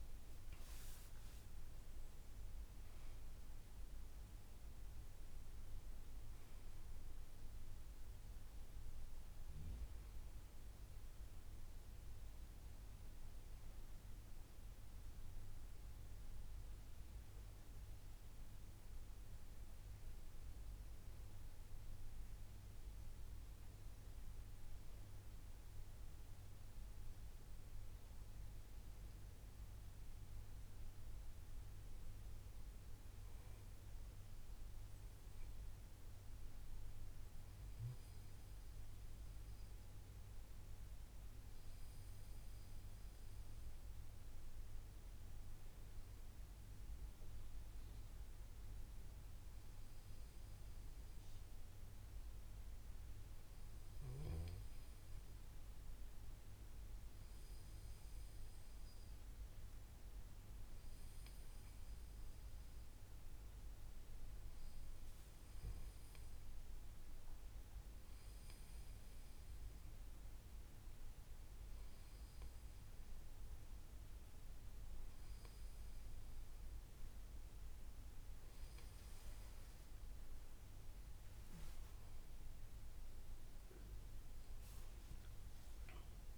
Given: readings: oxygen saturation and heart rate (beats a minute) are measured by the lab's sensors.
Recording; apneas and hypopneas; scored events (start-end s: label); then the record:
breathing in sleep, hard to hear, by a room microphone; none
none scored
From the record:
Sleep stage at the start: N2 (light sleep); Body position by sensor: on the back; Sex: male